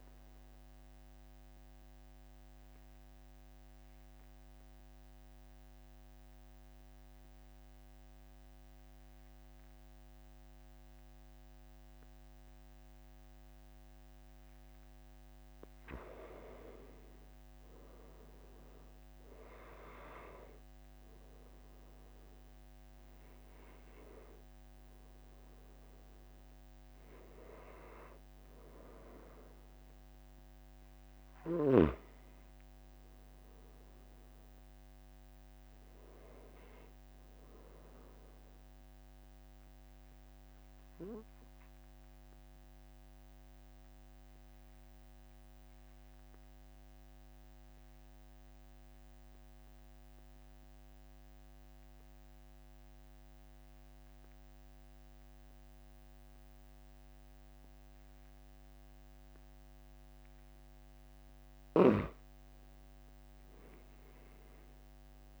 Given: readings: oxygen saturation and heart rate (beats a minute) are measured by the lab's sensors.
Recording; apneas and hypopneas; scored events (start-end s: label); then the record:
breathing in sleep by a microphone on the trachea; 2
0.00-11.00 s: oxygen desaturation (device-marked, oxygen 92% lowest, heart rate 43 extreme)
1.00-15.50 s: mixed apnea (oxygen 96% before, 92% lowest, heart rate 45 before, 44 extreme, up 6 after)
19.50-25.00 s: arousal
33.00-46.00 s: oxygen desaturation (device-marked, oxygen 95% before, 92% lowest, heart rate 47 before, 44 extreme)
40.00-61.00 s: obstructive apnea (oxygen 97% before, 91% lowest, heart rate 46 before, 44 extreme, up 3 after)
63.50-65.40 s: arousal
From the record:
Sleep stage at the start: N2 (light sleep); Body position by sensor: on the back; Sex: male